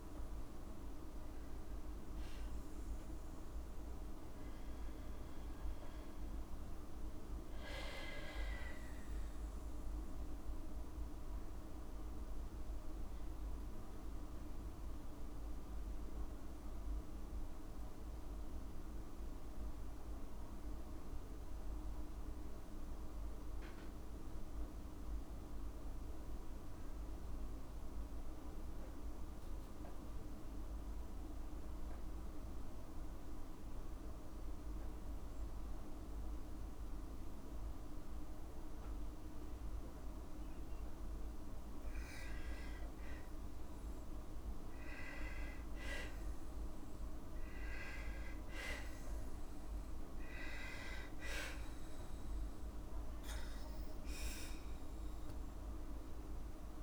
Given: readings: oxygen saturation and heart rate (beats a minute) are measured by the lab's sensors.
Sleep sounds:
breathing in sleep, hard to hear, by a room microphone; 1
3.00-7.50 s: arousal
14.50-35.50 s: obstructive apnea (oxygen 96% before, 93% lowest, heart rate 62 before, 55 extreme, up 2 after)
37.00-41.00 s: arousal
From the record:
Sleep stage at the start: N2 (light sleep); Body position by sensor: on the back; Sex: female

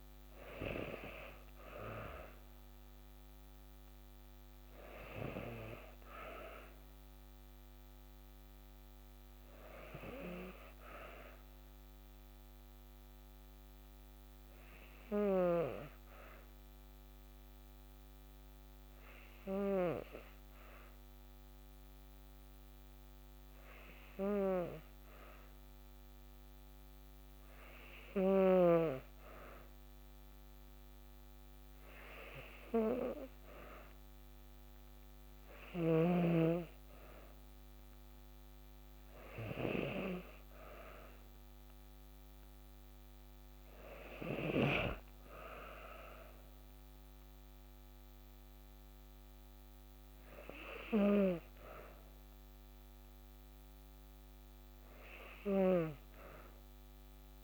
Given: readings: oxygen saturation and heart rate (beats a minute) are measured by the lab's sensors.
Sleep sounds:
breathing in sleep by a microphone on the trachea; 1
3.00-7.00 s: arousal
11.50-28.50 s: hypopnea (oxygen 93% before, 92% lowest, heart rate 55 before, 54 extreme, up 2 after)
31.00-35.00 s: arousal
From the record:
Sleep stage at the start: N2 (light sleep); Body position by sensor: on the back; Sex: female

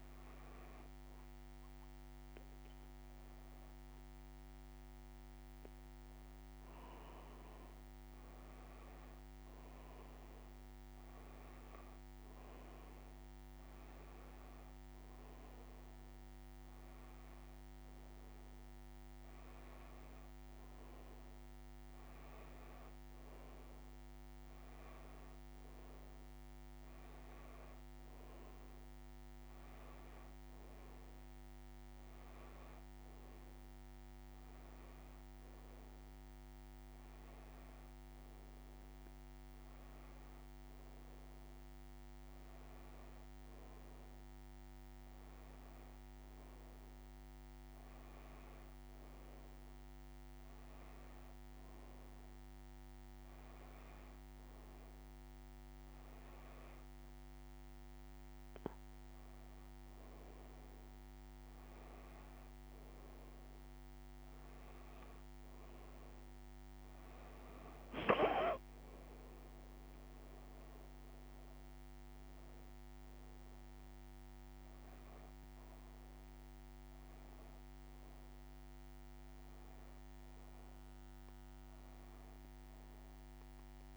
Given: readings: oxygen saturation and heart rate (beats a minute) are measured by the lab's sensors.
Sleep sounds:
breathing in sleep, hard to hear, by a microphone on the trachea; none
none scored
From the record:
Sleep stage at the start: N2 (light sleep); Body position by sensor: on the back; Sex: female

